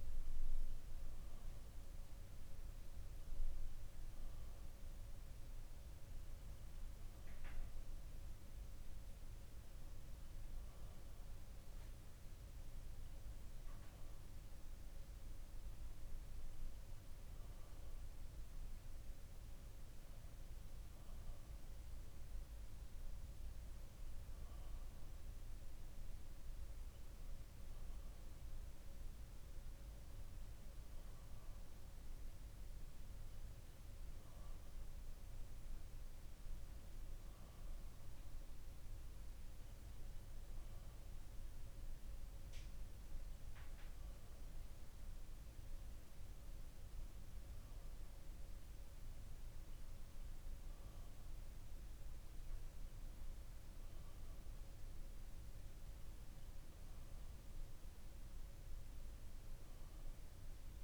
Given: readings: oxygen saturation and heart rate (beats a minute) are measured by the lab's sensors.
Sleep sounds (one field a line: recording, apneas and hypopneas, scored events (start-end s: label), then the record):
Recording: breathing in sleep, hard to hear, by a room microphone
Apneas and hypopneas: none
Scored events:
none scored
From the record:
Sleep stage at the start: N2 (light sleep)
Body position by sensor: on the back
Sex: male